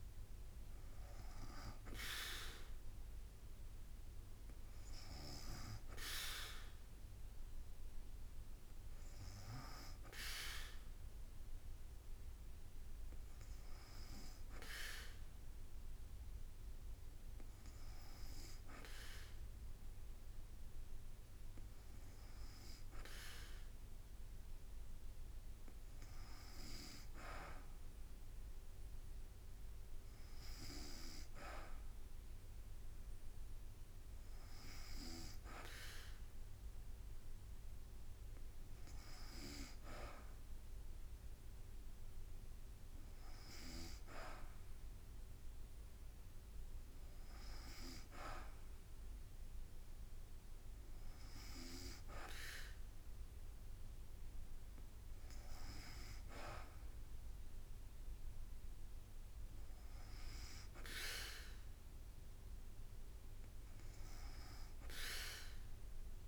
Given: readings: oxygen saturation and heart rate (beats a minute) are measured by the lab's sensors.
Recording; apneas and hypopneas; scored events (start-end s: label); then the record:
breathing in sleep by a room microphone; none
39.00-51.00 s: drop in pulse transit time (device-marked, heart rate 54 before, 53 extreme)
From the record:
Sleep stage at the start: N2 (light sleep); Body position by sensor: on the back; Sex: female